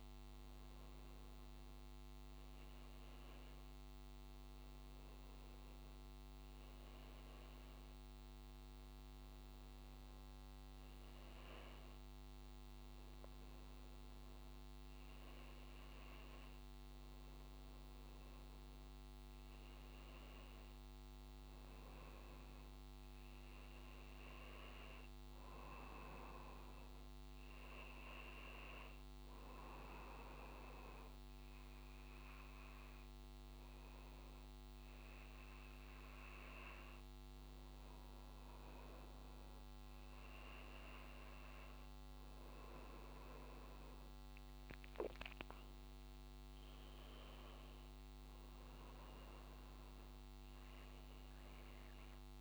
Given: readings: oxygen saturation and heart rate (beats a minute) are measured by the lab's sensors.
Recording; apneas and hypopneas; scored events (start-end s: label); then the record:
breathing in sleep, hard to hear, by a microphone on the trachea; none
none scored
From the record:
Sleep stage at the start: N2 (light sleep); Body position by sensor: on the back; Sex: male